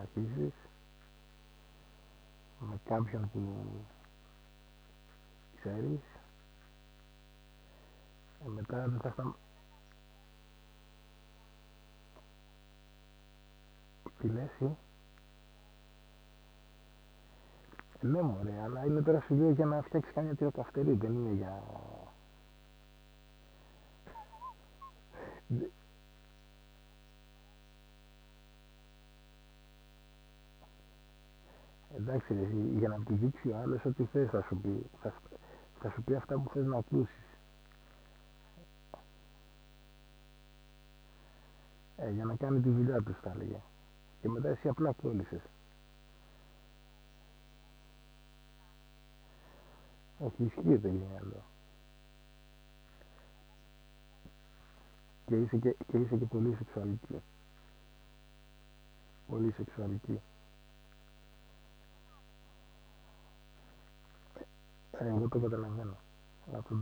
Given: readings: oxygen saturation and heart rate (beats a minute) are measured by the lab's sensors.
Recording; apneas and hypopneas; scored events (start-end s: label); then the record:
breathing in sleep by a microphone on the trachea; none
18.00-22.00 s: arousal
33.00-42.50 s: snoring (device-marked)
58.00-62.50 s: arousal
From the record:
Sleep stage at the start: N2 (light sleep); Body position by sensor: on the back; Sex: male